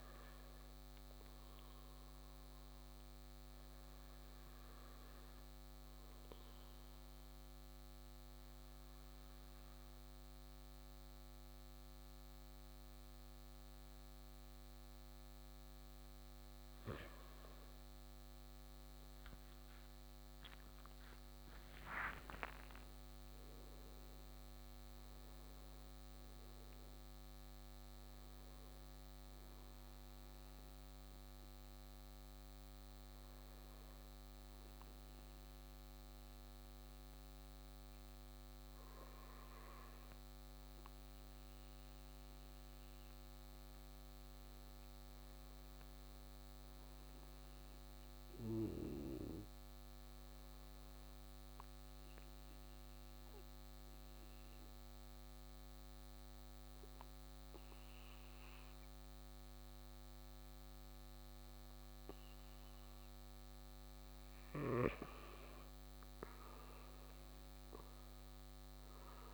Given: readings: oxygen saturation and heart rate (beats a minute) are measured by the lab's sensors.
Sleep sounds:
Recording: breathing in sleep, hard to hear, by a microphone on the trachea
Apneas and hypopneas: 3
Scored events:
2.00-17.00 s: hypopnea (oxygen 97% before, 94% lowest, heart rate 63 before, 58 extreme, up 9 after)
22.00-26.50 s: arousal
31.00-43.00 s: hypopnea (oxygen 98% before, 94% lowest, heart rate 65 before, 56 extreme, up 5 after)
45.00-48.50 s: arousal
52.50-65.00 s: central apnea (oxygen 98% before, 94% lowest, heart rate 60 before, 57 extreme, up 13 after)
66.50-69.34 s: arousal
From the record:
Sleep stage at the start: N2 (light sleep)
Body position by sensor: on the right side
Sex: male

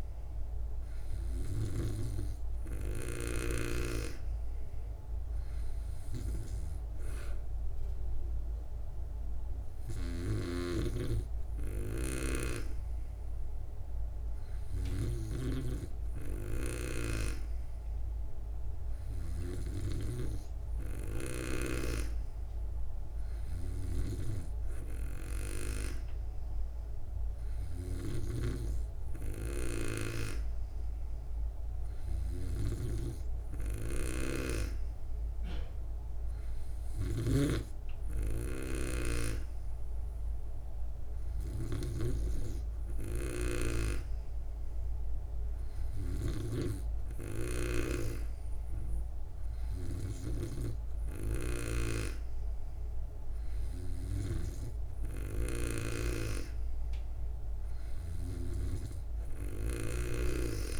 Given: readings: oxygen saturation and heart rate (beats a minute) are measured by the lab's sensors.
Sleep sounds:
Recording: breathing in sleep by a room microphone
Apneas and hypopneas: none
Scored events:
0.00-2.00 s: snoring (device-marked)
10.00-15.50 s: snoring (device-marked)
29.50-60.50 s: snoring (device-marked)
From the record:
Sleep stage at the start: N2 (light sleep)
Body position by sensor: on the back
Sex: female

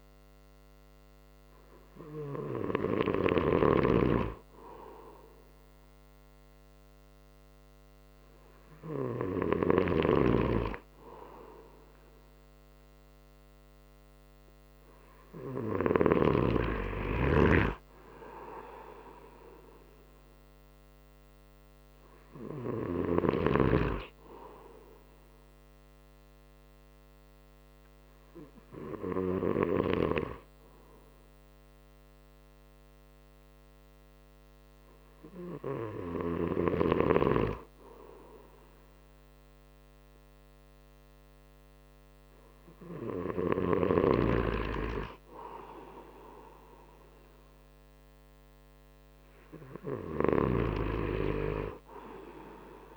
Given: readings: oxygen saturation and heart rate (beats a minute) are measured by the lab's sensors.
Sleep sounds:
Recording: breathing in sleep by a microphone on the trachea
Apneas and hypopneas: 1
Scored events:
20.00-23.00 s: arousal
25.50-37.00 s: hypopnea (oxygen 96% before, 93% lowest)
39.00-42.50 s: arousal
44.00-50.50 s: snoring (device-marked)
From the record:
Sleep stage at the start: N2 (light sleep)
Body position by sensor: on the right side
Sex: male

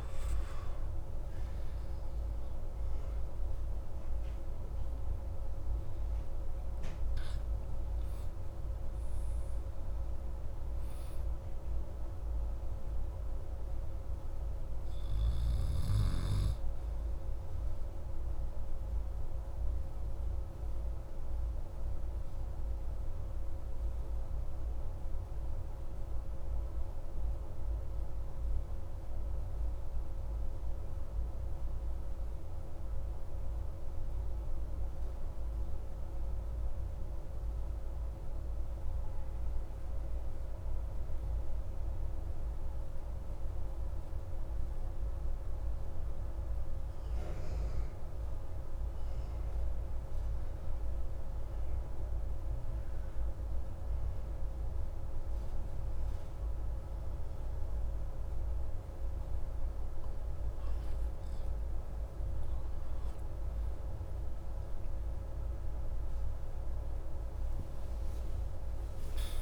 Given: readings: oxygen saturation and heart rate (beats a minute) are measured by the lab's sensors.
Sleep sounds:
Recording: breathing in sleep, hard to hear, by a room microphone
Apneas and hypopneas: 1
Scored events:
1.00-7.00 s: arousal
19.00-58.50 s: obstructive apnea (oxygen 97% before, 94% lowest)
62.50-69.42 s: arousal
From the record:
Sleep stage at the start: N2 (light sleep)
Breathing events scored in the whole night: 249 in 4.6 hours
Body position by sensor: on the back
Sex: male

